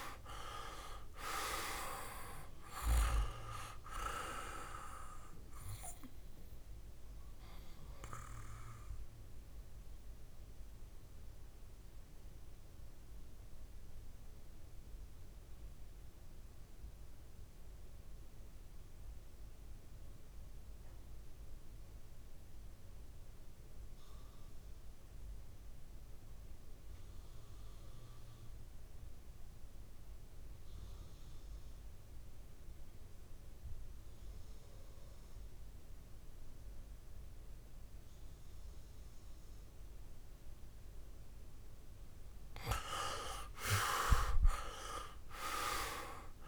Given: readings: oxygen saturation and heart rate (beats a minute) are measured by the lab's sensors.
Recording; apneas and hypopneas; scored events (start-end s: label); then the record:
breathing in sleep by a room microphone; 1
0.00-21.00 s: oxygen desaturation (device-marked, oxygen 88% lowest, heart rate 58 extreme)
8.00-40.50 s: obstructive apnea (oxygen 100% before, 86% lowest, heart rate 63 before, 55 extreme, up 8 after)
37.00-46.48 s: oxygen desaturation (device-marked, oxygen 99% before, 86% lowest, heart rate 61 before, 50 extreme)
43.00-46.48 s: arousal
From the record:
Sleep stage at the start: N2 (light sleep); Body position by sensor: on the back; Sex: male